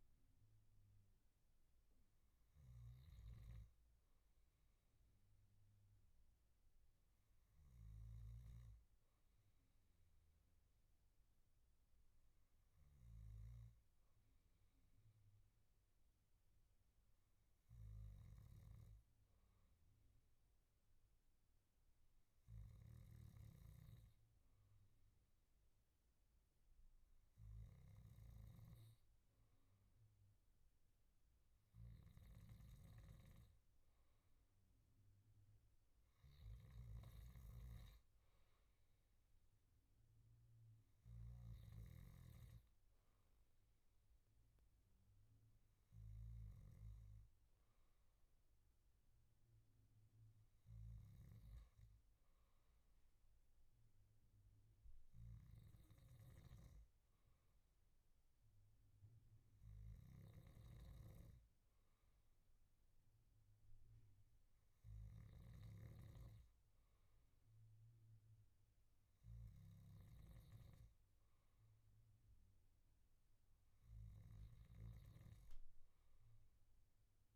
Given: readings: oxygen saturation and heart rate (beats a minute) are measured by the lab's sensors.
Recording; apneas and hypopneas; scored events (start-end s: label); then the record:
breathing in sleep, hard to hear, by a room microphone; none
37.50-41.50 s: snoring (device-marked)
From the record:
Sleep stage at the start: N2 (light sleep); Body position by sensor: on the back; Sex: male